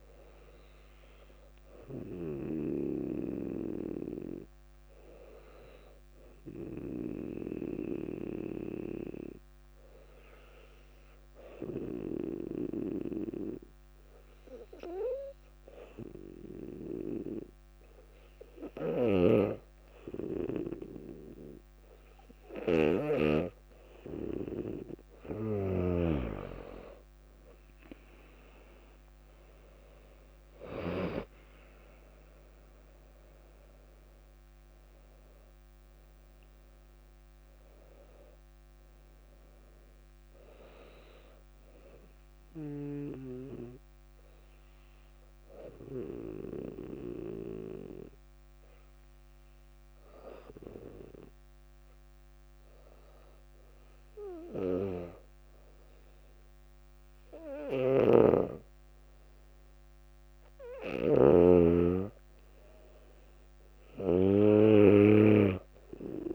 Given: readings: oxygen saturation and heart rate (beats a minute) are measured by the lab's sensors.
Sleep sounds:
breathing in sleep by a microphone on the trachea; 2
4.00-22.50 s: hypopnea (oxygen 99% before, 96% lowest, heart rate 63 before, 55 extreme, up 4 after)
8.00-19.00 s: drop in pulse transit time (device-marked, heart rate 62 before, 55 extreme)
19.00-26.00 s: snoring (device-marked)
28.00-32.50 s: arousal
32.00-45.00 s: drop in pulse transit time (device-marked, heart rate 61 before, 57 extreme)
35.50-37.50 s: long interval between heartbeats (device-marked, heart rate 62 before, 73 extreme)
44.50-59.50 s: obstructive apnea (oxygen 99% before, 96% lowest, heart rate 65 before, 55 extreme, up 7 after)
58.00-61.50 s: snoring (device-marked)
From the record:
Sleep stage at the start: N2 (light sleep); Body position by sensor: on the back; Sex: female

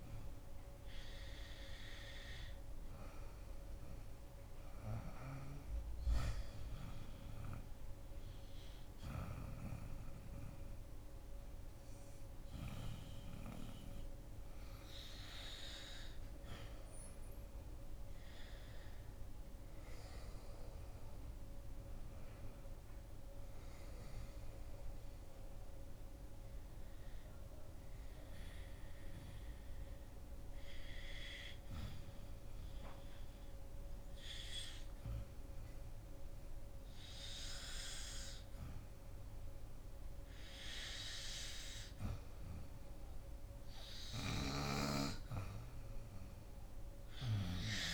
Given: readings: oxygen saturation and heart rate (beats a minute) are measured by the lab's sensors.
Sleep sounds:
breathing in sleep by a room microphone; 2
0.00-6.50 s: oxygen desaturation (device-marked, oxygen 87% lowest, heart rate 73 extreme)
7.00-17.00 s: obstructive apnea (oxygen 95% before, 84% lowest, heart rate 81 before, 72 extreme, up 8 after)
8.50-16.50 s: oxygen desaturation (device-marked, oxygen 92% before, 87% lowest, heart rate 81 before, 72 extreme)
19.50-23.50 s: arousal
25.50-37.50 s: oxygen desaturation (device-marked, oxygen 89% before, 84% lowest, heart rate 82 before, 73 extreme)
29.50-40.50 s: obstructive apnea (oxygen 92% before, 84% lowest, heart rate 81 before, 76 extreme, up 7 after)
42.50-47.00 s: arousal
From the record:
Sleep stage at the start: N2 (light sleep); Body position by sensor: on the back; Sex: female

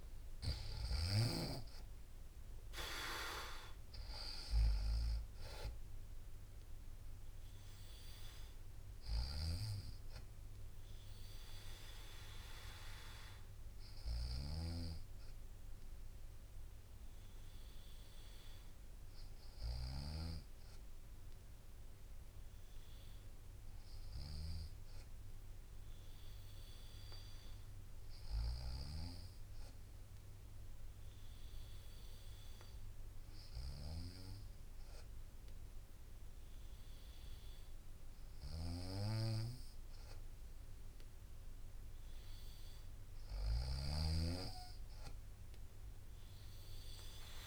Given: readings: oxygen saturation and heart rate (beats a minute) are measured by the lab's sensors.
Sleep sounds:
breathing in sleep by a room microphone; 1
0.00-8.50 s: drop in pulse transit time (device-marked, heart rate 60 extreme)
0.00-20.50 s: oxygen desaturation (device-marked, oxygen 92% lowest, heart rate 57 extreme)
7.50-15.50 s: bradycardia (device-marked, heart rate 61 before, 57 extreme)
8.50-20.00 s: snoring (device-marked)
23.00-41.00 s: hypopnea (oxygen 97% before, 94% lowest, heart rate 61 before, 58 extreme, up 5 after)
30.50-36.50 s: bradycardia (device-marked, heart rate 61 before, 58 extreme)
38.00-43.50 s: snoring (device-marked)
43.50-47.00 s: arousal
From the record:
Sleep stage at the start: N2 (light sleep); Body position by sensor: on the right side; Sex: female

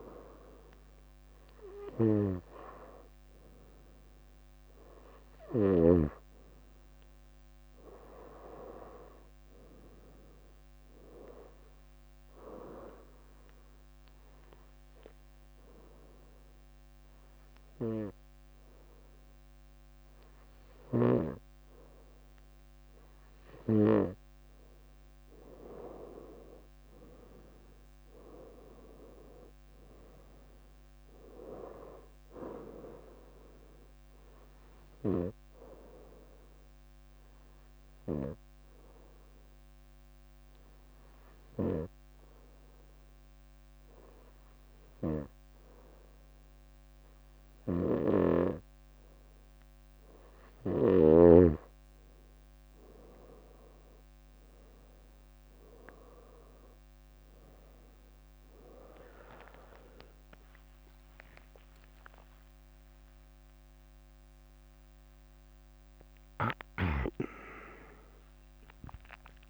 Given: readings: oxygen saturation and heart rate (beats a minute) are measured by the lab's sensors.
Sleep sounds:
breathing in sleep by a microphone on the trachea; 2
0.00-4.00 s: leg movement (device-marked)
9.50-19.00 s: leg movement (device-marked)
14.00-25.00 s: obstructive apnea (oxygen 99% before, 93% lowest, heart rate 69 before, 63 extreme, up 7 after)
22.50-27.00 s: leg movement (device-marked)
27.00-31.00 s: arousal
27.50-33.00 s: leg movement (device-marked)
33.50-42.00 s: leg movement (device-marked)
35.50-48.00 s: obstructive apnea (oxygen 97% before, 93% lowest, heart rate 69 before, 63 extreme, up 8 after)
47.50-51.00 s: snoring (device-marked)
48.50-50.00 s: leg movement (device-marked)
57.00-69.50 s: oxygen desaturation (device-marked, oxygen 98% before, 93% lowest, heart rate 67 before, 63 extreme)
61.00-67.00 s: arousal
From the record:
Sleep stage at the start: N2 (light sleep); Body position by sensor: on the right side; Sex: female

